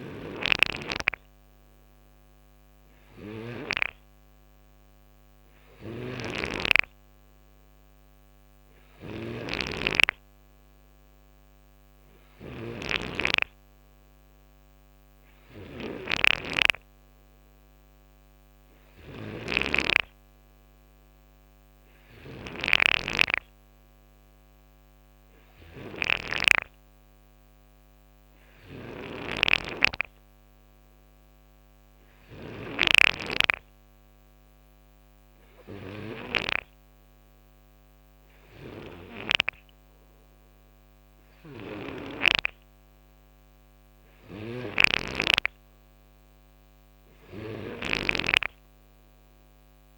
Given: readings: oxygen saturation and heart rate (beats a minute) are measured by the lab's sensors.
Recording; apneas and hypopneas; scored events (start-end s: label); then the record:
breathing in sleep by a microphone on the trachea; none
0.00-36.00 s: snoring (device-marked)
38.00-49.98 s: snoring (device-marked)
From the record:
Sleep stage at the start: N2 (light sleep); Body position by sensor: on the right side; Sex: male